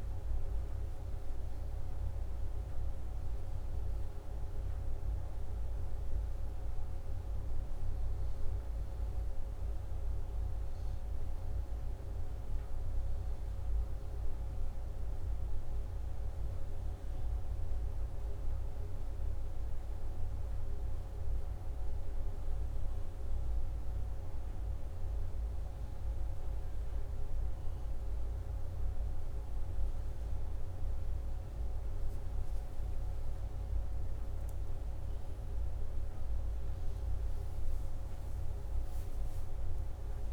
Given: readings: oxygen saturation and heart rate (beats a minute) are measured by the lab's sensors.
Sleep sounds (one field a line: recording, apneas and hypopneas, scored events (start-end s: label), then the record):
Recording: breathing in sleep, hard to hear, by a room microphone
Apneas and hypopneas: none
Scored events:
33.50-40.00 s: arousal
From the record:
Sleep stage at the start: N2 (light sleep)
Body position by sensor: upright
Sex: male